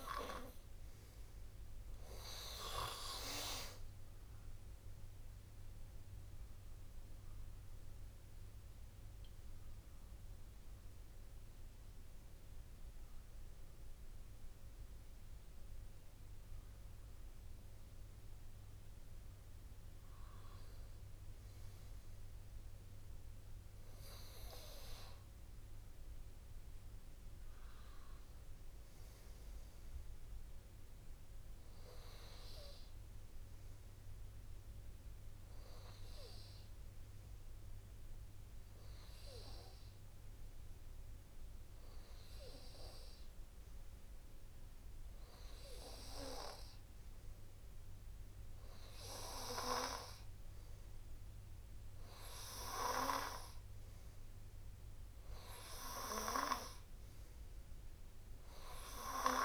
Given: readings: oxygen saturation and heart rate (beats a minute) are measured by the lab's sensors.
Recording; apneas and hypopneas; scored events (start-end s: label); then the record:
breathing in sleep by a room microphone; none
16.50-18.50 s: long interval between heartbeats (device-marked, heart rate 60 before, 59 extreme)
From the record:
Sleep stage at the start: N2 (light sleep); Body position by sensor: on the right side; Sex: male